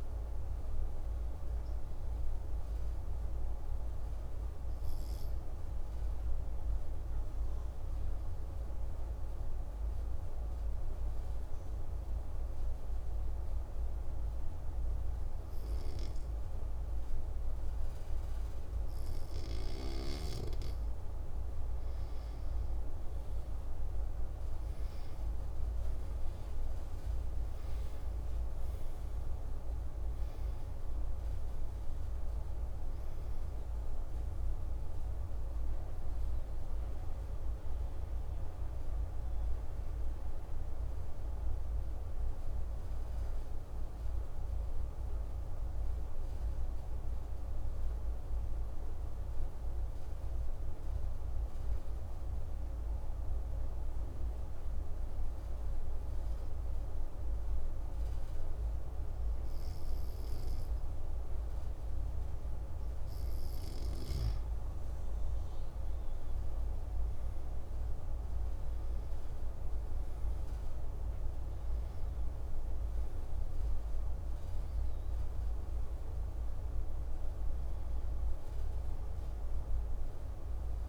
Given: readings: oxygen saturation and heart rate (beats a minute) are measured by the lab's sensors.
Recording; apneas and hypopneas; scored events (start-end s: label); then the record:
breathing in sleep, hard to hear, by a room microphone; 2
4.50-20.50 s: obstructive apnea (oxygen 98% before, 95% lowest)
24.00-29.00 s: arousal
46.00-64.50 s: obstructive apnea (oxygen 98% before, 95% lowest)
68.50-74.00 s: arousal
From the record:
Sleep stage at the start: N2 (light sleep); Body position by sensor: on the back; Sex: male